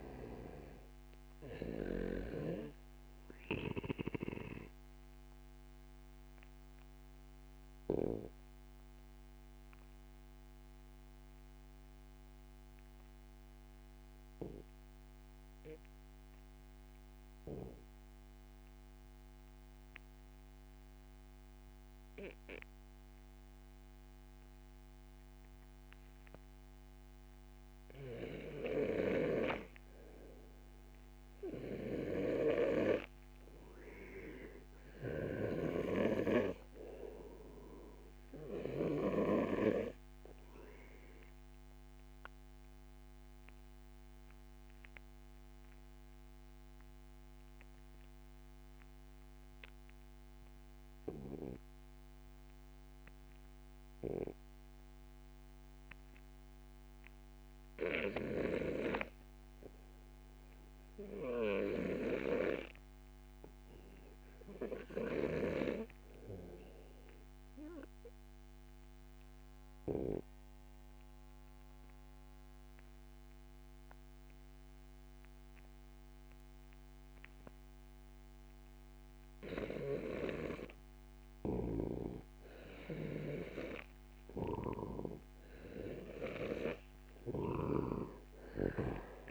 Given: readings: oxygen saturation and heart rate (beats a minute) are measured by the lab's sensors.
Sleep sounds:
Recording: breathing in sleep by a microphone on the trachea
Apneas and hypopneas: 1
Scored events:
0.00-13.50 s: oxygen desaturation (device-marked, oxygen 83% lowest)
4.00-85.00 s: obstructive apnea (oxygen 91% before, 84% lowest)
33.50-58.50 s: oxygen desaturation (device-marked, oxygen 97% before, 90% lowest, heart rate 65 before, 29 extreme)
66.50-83.50 s: oxygen desaturation (device-marked, oxygen 94% before, 88% lowest)
81.00-89.31 s: snoring (device-marked)
From the record:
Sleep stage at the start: REM sleep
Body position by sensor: on the back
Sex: male

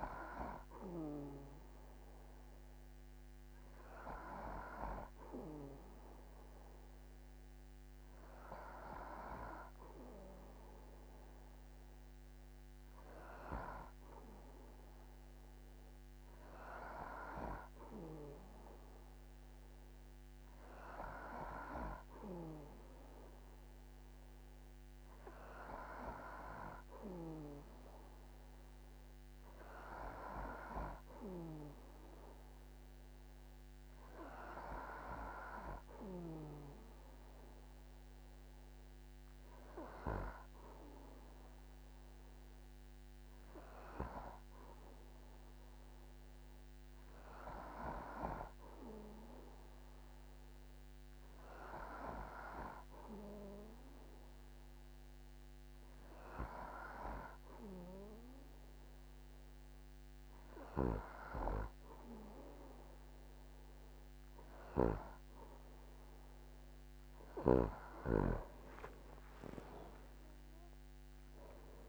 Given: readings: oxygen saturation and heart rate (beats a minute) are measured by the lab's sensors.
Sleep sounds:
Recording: breathing in sleep by a microphone on the trachea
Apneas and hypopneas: none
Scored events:
59.00-71.89 s: new sleep stage, N2 (light sleep)
69.50-71.50 s: long interval between heartbeats (device-marked, heart rate 52 before, 76 extreme)
69.50-71.89 s: arousal
From the record:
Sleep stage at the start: N3 (deep sleep)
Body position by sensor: on the back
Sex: male

